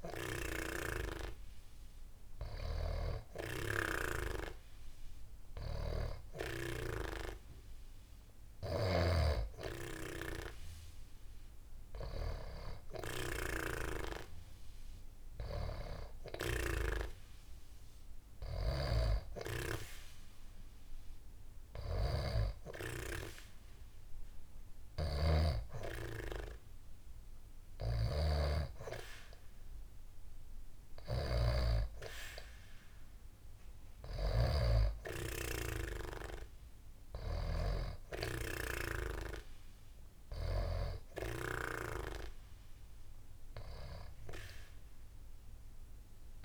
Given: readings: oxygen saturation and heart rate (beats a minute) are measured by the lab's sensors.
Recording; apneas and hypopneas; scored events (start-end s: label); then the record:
breathing in sleep by a room microphone; none
none scored
From the record:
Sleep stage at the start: N2 (light sleep); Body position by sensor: on the back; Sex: female